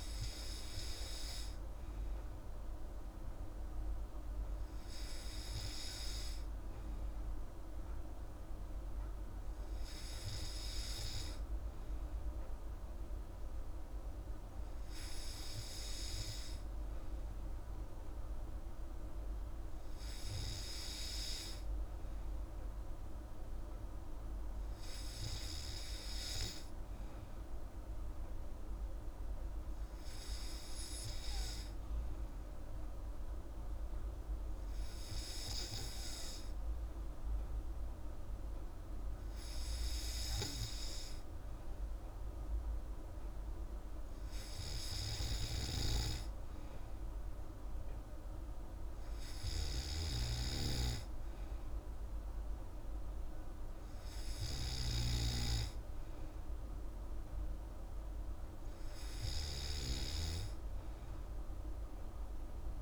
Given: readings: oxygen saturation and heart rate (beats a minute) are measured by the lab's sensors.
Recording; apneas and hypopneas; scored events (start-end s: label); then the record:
breathing in sleep by a room microphone; none
none scored
From the record:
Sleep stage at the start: N3 (deep sleep); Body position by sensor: on the back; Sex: female